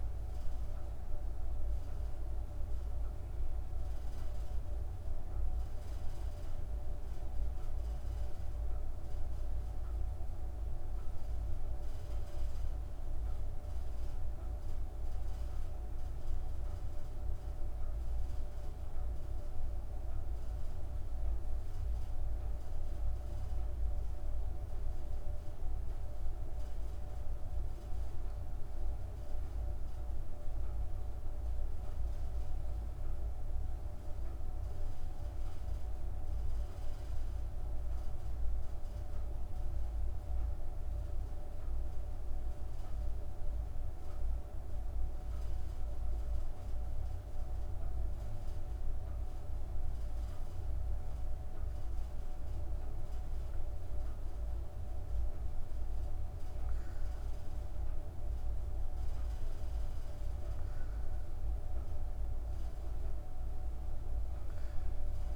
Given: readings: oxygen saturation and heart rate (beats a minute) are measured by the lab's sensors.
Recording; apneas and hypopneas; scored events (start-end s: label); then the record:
breathing in sleep, hard to hear, by a room microphone; 1
30.00-50.50 s: hypopnea (oxygen 97% before, 95% lowest)
53.00-57.00 s: arousal
From the record:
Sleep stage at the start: N1 (lightest sleep); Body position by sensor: on the back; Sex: female